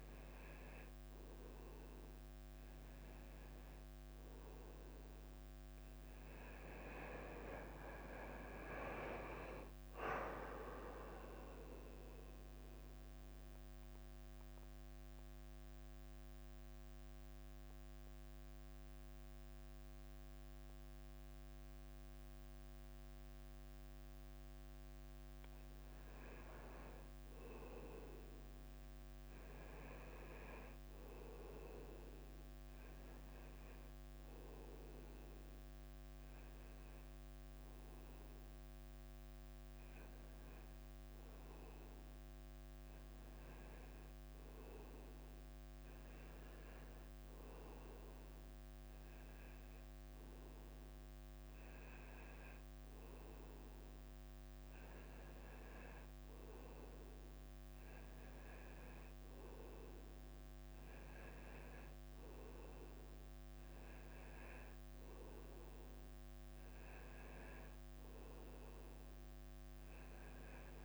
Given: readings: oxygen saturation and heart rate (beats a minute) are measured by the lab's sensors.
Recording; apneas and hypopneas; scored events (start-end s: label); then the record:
breathing in sleep by a microphone on the trachea; 1
0.00-6.00 s: tachycardia (device-marked, heart rate 102 extreme)
0.00-20.00 s: drop in pulse transit time (device-marked, heart rate 95 extreme)
6.00-10.00 s: arousal
13.00-26.50 s: central apnea (oxygen 95% before, 94% lowest, heart rate 101 before, 96 extreme, up 5 after)
30.00-37.00 s: tachycardia (device-marked, heart rate 99 before, 102 extreme)
30.50-36.00 s: arousal
40.00-48.00 s: tachycardia (device-marked, heart rate 99 before, 102 extreme)
From the record:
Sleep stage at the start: N1 (lightest sleep); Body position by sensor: on the right side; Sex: male